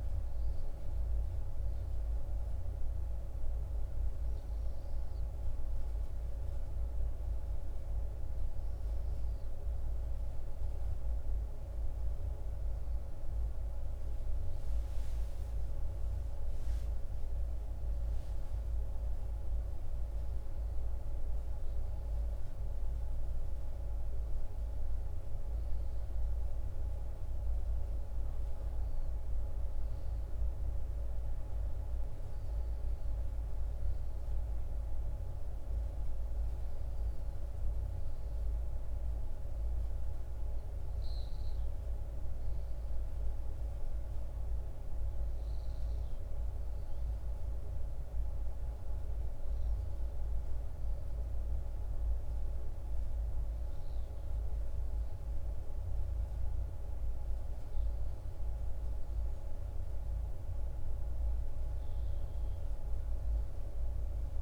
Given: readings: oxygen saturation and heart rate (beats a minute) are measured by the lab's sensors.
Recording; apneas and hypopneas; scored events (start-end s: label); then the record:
breathing in sleep, hard to hear, by a room microphone; none
none scored
From the record:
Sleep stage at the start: N1 (lightest sleep); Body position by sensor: on the right side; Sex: male